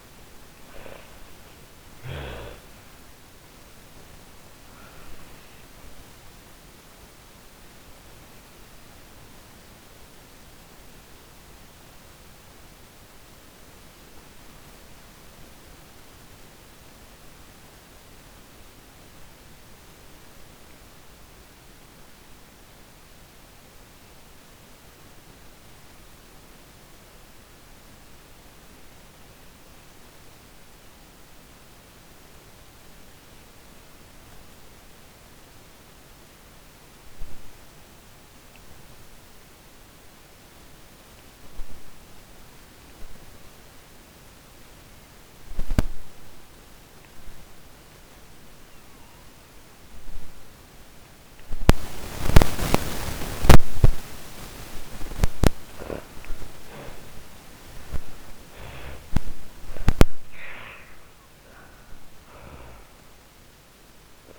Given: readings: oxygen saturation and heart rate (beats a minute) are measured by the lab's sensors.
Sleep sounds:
breathing in sleep by a microphone on the trachea; 1
0.00-26.00 s: oxygen desaturation (device-marked, oxygen 77% lowest)
3.00-52.50 s: obstructive apnea (oxygen 98% before, 74% lowest)
38.00-64.38 s: oxygen desaturation (device-marked, oxygen 98% before, 74% lowest)
55.50-60.00 s: arousal
From the record:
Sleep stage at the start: N2 (light sleep); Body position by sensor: on the back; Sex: female

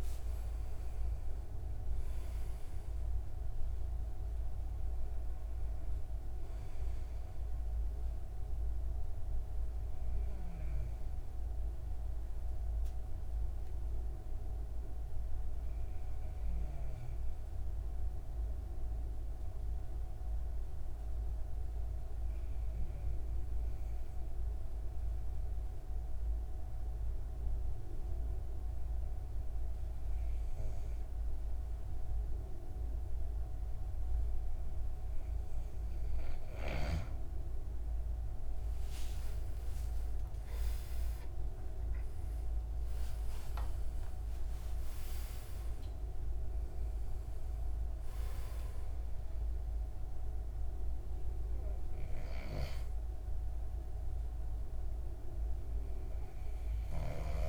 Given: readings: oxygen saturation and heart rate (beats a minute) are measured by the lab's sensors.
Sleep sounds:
breathing in sleep, hard to hear, by a room microphone; 1
9.50-35.50 s: obstructive apnea (oxygen 98% before, 92% lowest, heart rate 71 before, 69 extreme, up 51 after)
33.50-57.49 s: oxygen desaturation (device-marked, oxygen 98% before, 92% lowest, heart rate 71 before, 67 extreme)
39.00-44.50 s: arousal
From the record:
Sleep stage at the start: N2 (light sleep); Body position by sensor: on the back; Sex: male

